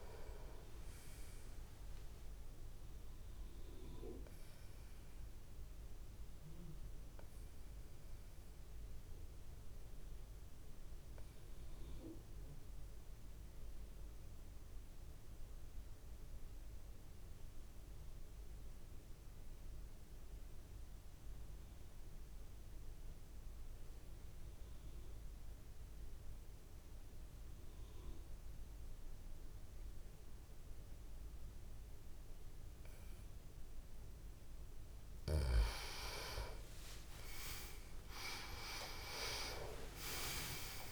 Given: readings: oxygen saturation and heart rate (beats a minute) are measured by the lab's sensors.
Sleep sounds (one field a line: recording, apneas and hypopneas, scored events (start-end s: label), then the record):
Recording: breathing in sleep by a room microphone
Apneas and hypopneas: 1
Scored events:
0.00-14.00 s: oxygen desaturation (device-marked, oxygen 89% lowest)
3.50-33.00 s: obstructive apnea (oxygen 98% before, 89% lowest)
30.00-40.92 s: oxygen desaturation (device-marked, oxygen 98% before, 89% lowest)
36.00-40.50 s: arousal
From the record:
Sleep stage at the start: N2 (light sleep)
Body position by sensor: on the back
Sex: male